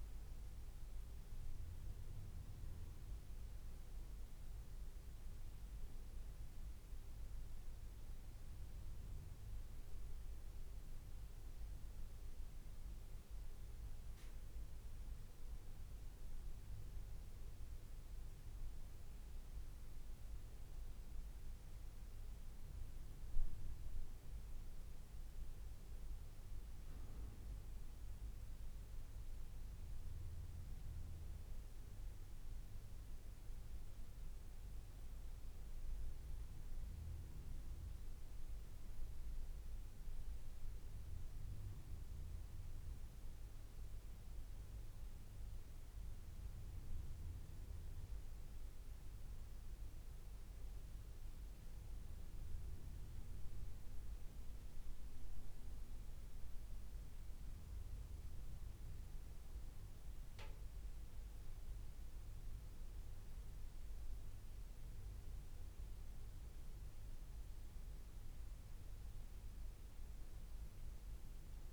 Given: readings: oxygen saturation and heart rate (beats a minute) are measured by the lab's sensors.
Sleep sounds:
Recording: breathing in sleep, hard to hear, by a room microphone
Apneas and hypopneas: none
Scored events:
46.00-48.00 s: long interval between heartbeats (device-marked, heart rate 89 before, 87 extreme)
56.00-58.00 s: long interval between heartbeats (device-marked, heart rate 88 before, 84 extreme)
From the record:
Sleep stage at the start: N2 (light sleep)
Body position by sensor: on the back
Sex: male

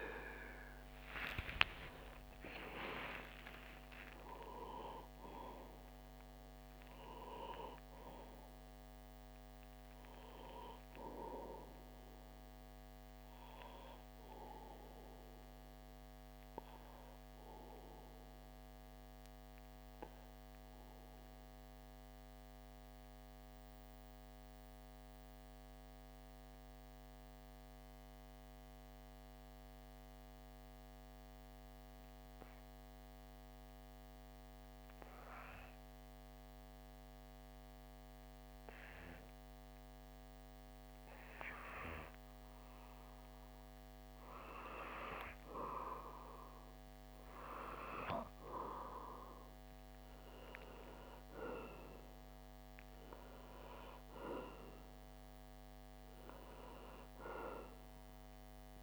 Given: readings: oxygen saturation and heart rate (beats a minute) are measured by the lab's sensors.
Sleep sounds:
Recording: breathing in sleep by a microphone on the trachea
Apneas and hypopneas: 1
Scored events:
0.00-4.50 s: arousal
0.00-27.50 s: oxygen desaturation (device-marked, oxygen 91% lowest)
16.00-39.50 s: obstructive apnea (oxygen 97% before, 91% lowest)
42.00-45.50 s: arousal
46.50-58.83 s: oxygen desaturation (device-marked, oxygen 97% before, 92% lowest)
From the record:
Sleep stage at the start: N2 (light sleep)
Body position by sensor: on the back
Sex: male

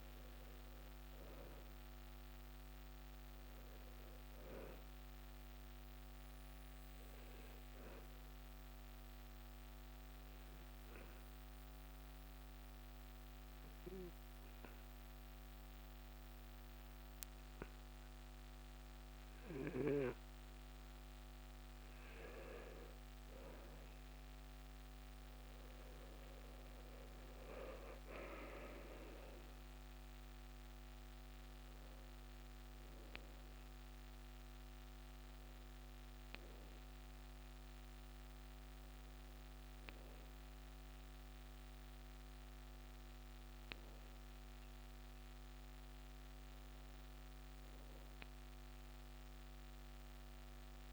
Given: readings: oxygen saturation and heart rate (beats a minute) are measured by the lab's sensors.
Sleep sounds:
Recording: breathing in sleep by a microphone on the trachea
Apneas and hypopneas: 1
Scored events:
0.00-1.50 s: arousal
9.00-22.50 s: obstructive apnea (oxygen 94% before, 90% lowest, heart rate 70 before, 65 extreme, up 13 after)
23.50-29.00 s: arousal
28.50-42.50 s: oxygen desaturation (device-marked, oxygen 94% before, 91% lowest, heart rate 68 before, 66 extreme)
48.50-50.93 s: new sleep stage, N1 (lightest sleep)
From the record:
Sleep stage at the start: N2 (light sleep)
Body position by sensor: on the back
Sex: male

